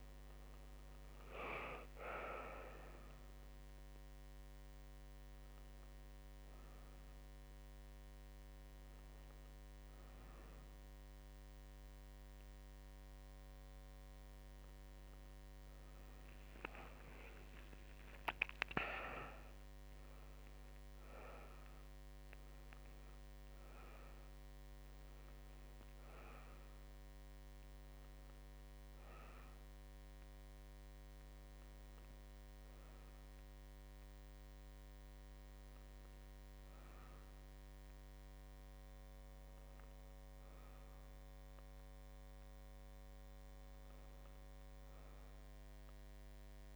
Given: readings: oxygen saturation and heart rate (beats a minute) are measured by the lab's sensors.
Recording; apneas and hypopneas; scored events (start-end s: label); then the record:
breathing in sleep by a microphone on the trachea; none
15.00-19.50 s: arousal
From the record:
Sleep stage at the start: N1 (lightest sleep); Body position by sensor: on the right side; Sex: female